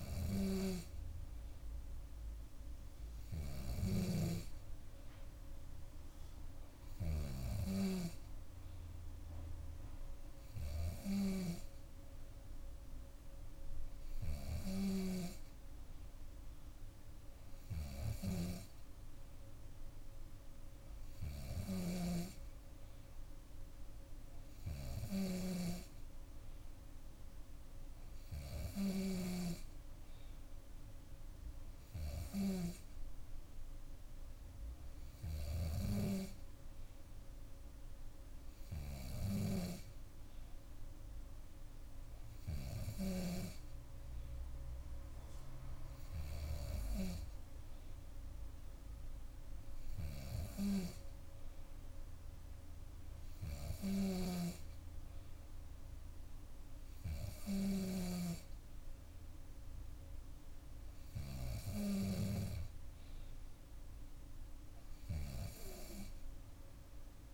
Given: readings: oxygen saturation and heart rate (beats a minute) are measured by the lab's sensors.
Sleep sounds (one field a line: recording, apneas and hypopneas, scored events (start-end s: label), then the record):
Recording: breathing in sleep by a room microphone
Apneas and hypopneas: none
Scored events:
21.50-32.50 s: snoring (device-marked)
39.00-43.00 s: snoring (device-marked)
53.50-62.00 s: snoring (device-marked)
From the record:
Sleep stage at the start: N2 (light sleep)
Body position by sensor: on the back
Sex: female